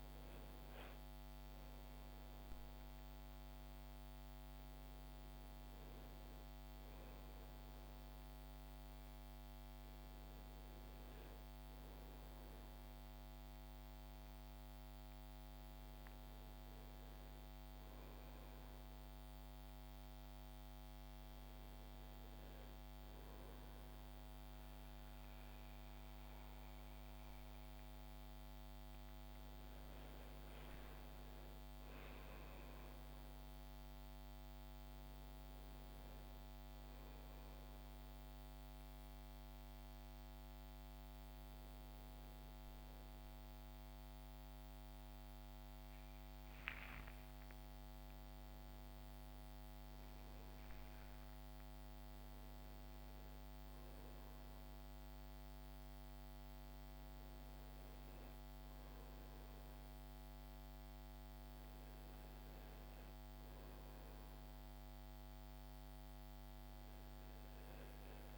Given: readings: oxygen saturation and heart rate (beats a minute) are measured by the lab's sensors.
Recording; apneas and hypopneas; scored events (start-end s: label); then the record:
breathing in sleep, hard to hear, by a microphone on the trachea; none
45.50-50.00 s: arousal
From the record:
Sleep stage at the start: N1 (lightest sleep); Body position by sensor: on the back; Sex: male